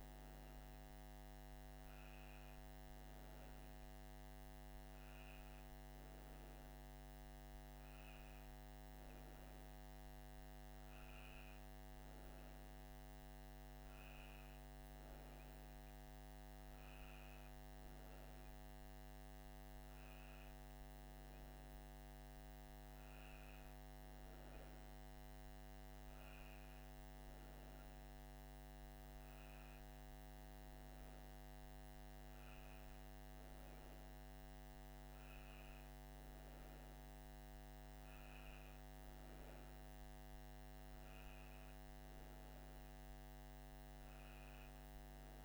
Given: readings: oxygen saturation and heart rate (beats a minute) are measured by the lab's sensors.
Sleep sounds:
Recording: a person awake in a sleep study, hard to hear, by a microphone on the trachea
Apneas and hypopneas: none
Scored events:
none scored
From the record:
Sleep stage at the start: awake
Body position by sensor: on the right side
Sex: female

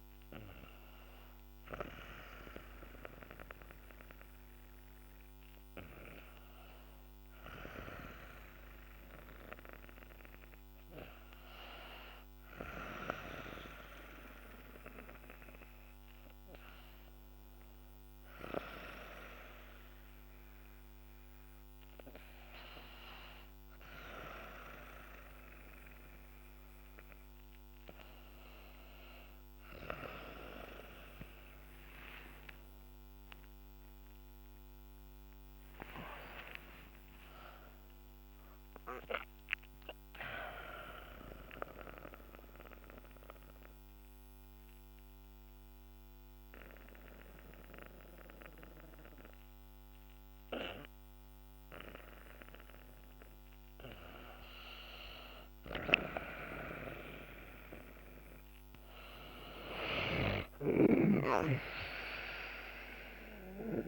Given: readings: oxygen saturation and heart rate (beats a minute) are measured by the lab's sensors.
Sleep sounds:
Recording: breathing in sleep by a microphone on the trachea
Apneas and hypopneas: 1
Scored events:
29.50-34.50 s: arousal
41.50-52.50 s: obstructive apnea (oxygen 98% before, 92% lowest, heart rate 65 before, 56 extreme, up 6 after)
54.00-58.50 s: arousal
60.50-63.88 s: oxygen desaturation (device-marked, oxygen 97% before, 92% lowest, heart rate 61 before, 56 extreme)
From the record:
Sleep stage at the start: N2 (light sleep)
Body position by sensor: on the back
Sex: female

